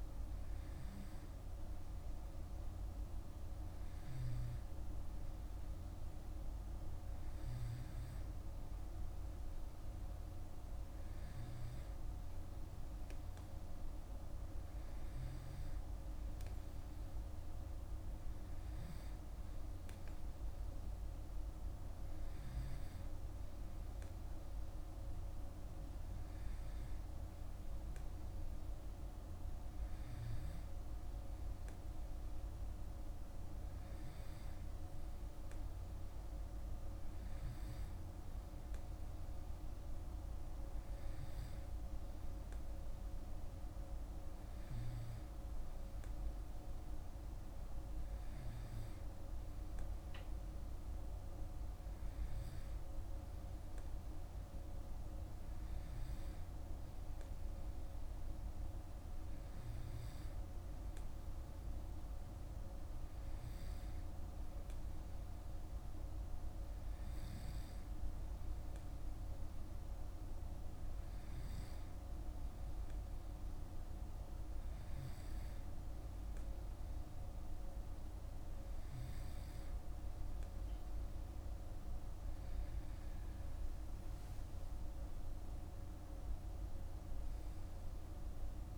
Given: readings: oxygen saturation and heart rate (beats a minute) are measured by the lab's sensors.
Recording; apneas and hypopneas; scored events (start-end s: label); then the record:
breathing in sleep, hard to hear, by a room microphone; none
none scored
From the record:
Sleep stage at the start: N2 (light sleep); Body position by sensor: on the back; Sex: male